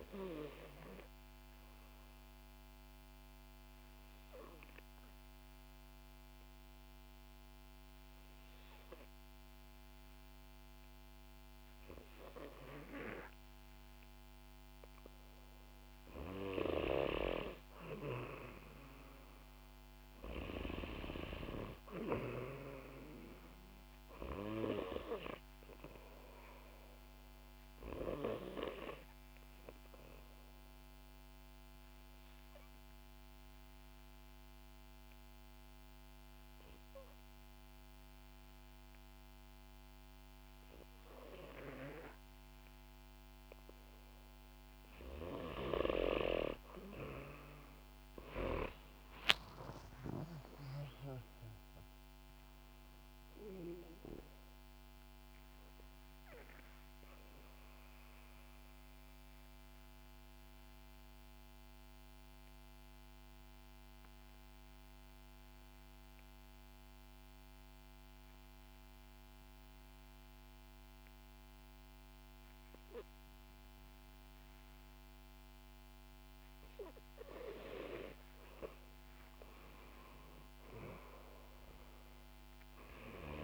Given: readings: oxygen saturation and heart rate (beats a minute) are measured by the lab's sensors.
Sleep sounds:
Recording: breathing in sleep by a microphone on the trachea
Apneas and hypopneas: 3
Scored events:
1.00-16.00 s: obstructive apnea (oxygen 93% before, 91% lowest, heart rate 67 before, 61 extreme, up 4 after)
18.00-21.50 s: arousal
20.50-40.50 s: oxygen desaturation (device-marked, oxygen 94% before, 91% lowest, heart rate 63 before, 59 extreme)
30.00-44.50 s: obstructive apnea (oxygen 94% before, 91% lowest, heart rate 65 before, 57 extreme, up 8 after)
48.50-53.00 s: arousal
50.50-71.50 s: oxygen desaturation (device-marked, oxygen 95% before, 91% lowest, heart rate 64 before, 57 extreme)
57.00-76.00 s: obstructive apnea (oxygen 95% before, 91% lowest, heart rate 65 before, 57 extreme, up 10 after)
78.50-82.00 s: arousal
80.50-83.44 s: oxygen desaturation (device-marked, oxygen 97% before, 92% lowest, heart rate 61 before, 61 extreme)
From the record:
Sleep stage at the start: N2 (light sleep)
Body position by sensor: on the back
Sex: female

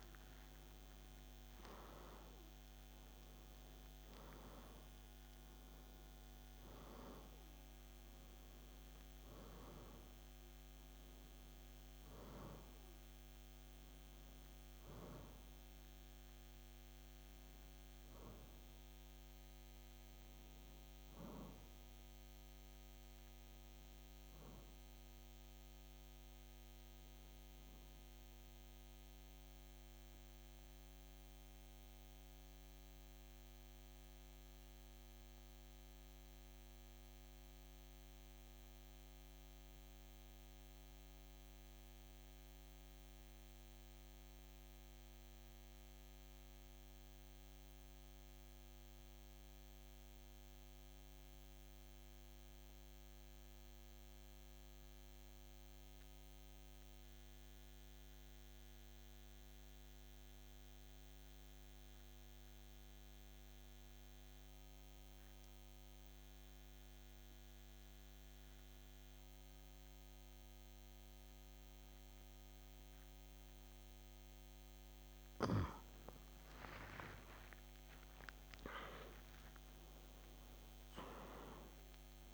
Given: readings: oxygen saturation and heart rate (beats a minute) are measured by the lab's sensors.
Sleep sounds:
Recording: breathing in sleep by a microphone on the trachea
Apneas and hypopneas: 1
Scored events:
0.00-51.00 s: oxygen desaturation (device-marked, oxygen 86% lowest, heart rate 51 extreme)
29.00-74.50 s: mixed apnea (oxygen 93% before, 86% lowest, heart rate 56 before, 51 extreme, up 3 after)
71.00-82.33 s: oxygen desaturation (device-marked, oxygen 97% before, 87% lowest, heart rate 53 before, 52 extreme)
76.50-80.50 s: arousal
From the record:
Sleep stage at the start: N2 (light sleep)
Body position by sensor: on the back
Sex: male

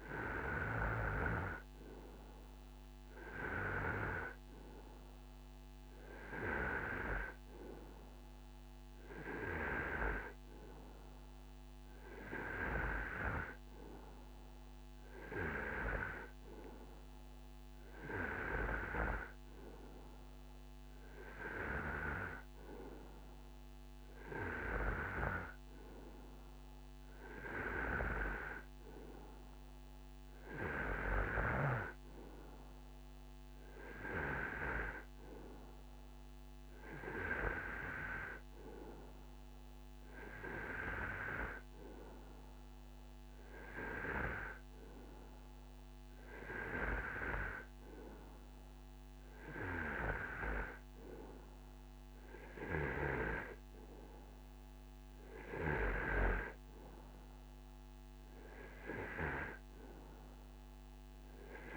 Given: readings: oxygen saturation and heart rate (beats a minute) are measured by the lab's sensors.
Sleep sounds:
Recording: breathing in sleep by a microphone on the trachea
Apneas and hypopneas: none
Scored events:
none scored
From the record:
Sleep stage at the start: N2 (light sleep)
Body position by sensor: on the right side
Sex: male

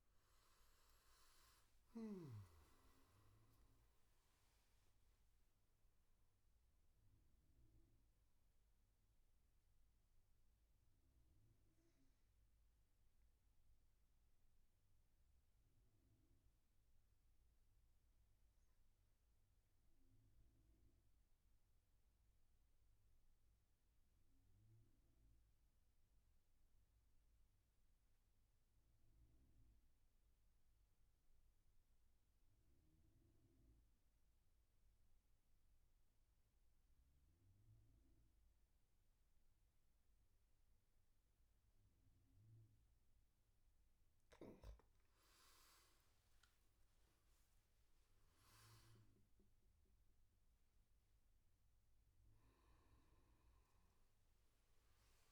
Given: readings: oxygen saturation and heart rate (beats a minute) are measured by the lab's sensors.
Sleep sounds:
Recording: breathing in sleep, hard to hear, by a room microphone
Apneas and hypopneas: 1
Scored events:
0.00-1.50 s: arousal
0.00-16.50 s: oxygen desaturation (device-marked, oxygen 90% lowest, heart rate 59 extreme)
8.00-42.50 s: mixed apnea (oxygen 94% before, 89% lowest, heart rate 79 before, 59 extreme, up 18 after)
37.50-55.32 s: oxygen desaturation (device-marked, oxygen 100% before, 89% lowest, heart rate 70 before, 59 extreme)
45.00-49.50 s: arousal
From the record:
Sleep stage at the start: N2 (light sleep)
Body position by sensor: on the back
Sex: male

